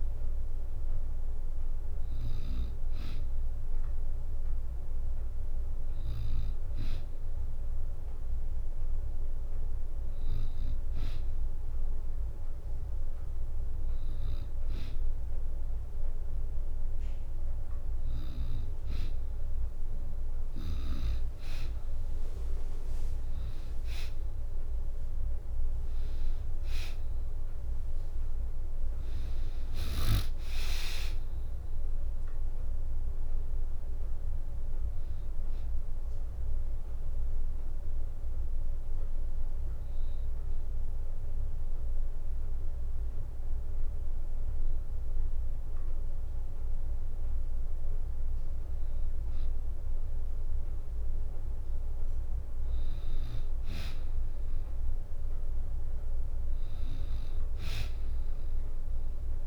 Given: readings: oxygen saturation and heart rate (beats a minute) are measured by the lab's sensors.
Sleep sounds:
breathing in sleep by a room microphone; 1
20.00-42.00 s: drop in pulse transit time (device-marked, heart rate 67 before, 66 extreme)
22.00-26.00 s: arousal
37.00-48.50 s: hypopnea (oxygen 95% before, 92% lowest, heart rate 70 before, 64 extreme, up 2 after)
50.50-52.50 s: arousal
56.00-59.47 s: oxygen desaturation (device-marked, oxygen 97% before, 92% lowest, heart rate 65 before, 65 extreme)
From the record:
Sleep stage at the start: N2 (light sleep); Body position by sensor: on the back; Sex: female

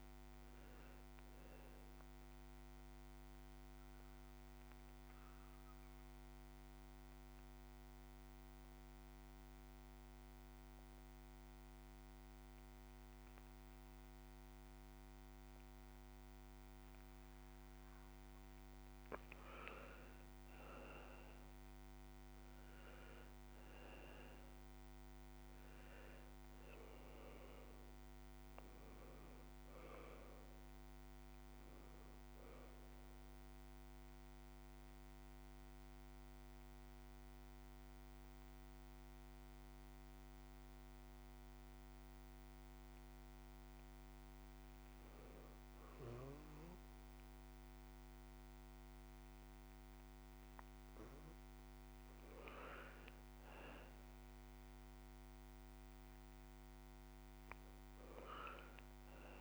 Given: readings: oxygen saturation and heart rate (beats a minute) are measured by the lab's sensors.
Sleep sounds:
breathing in sleep, hard to hear, by a microphone on the trachea; 2
0.00-13.50 s: oxygen desaturation (device-marked, oxygen 90% lowest)
2.00-17.00 s: obstructive apnea (oxygen 98% before, 90% lowest)
19.50-24.50 s: arousal
27.50-44.50 s: oxygen desaturation (device-marked, oxygen 97% before, 91% lowest)
33.50-44.50 s: mixed apnea (oxygen 99% before, 89% lowest)
47.50-51.00 s: arousal
52.50-59.41 s: oxygen desaturation (device-marked, oxygen 98% before, 90% lowest)
From the record:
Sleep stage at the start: N2 (light sleep); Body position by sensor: on the back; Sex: male

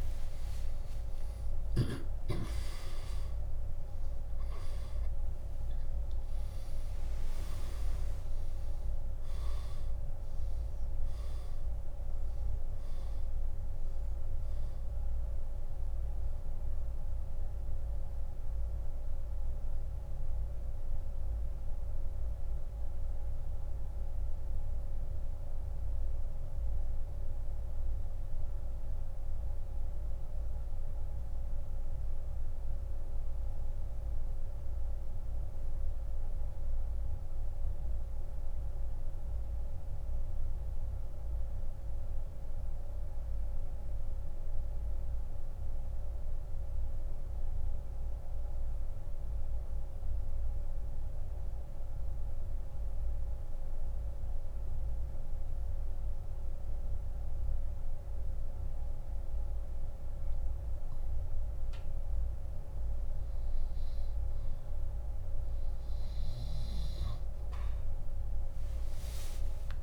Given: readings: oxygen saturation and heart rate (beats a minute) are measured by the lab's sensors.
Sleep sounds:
breathing in sleep, hard to hear, by a room microphone; 1
0.00-57.00 s: oxygen desaturation (device-marked, oxygen 84% lowest)
0.50-6.00 s: arousal
20.50-63.50 s: central apnea (oxygen 97% before, 84% lowest)
68.50-69.82 s: arousal
From the record:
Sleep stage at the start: N2 (light sleep); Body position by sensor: on the back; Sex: male

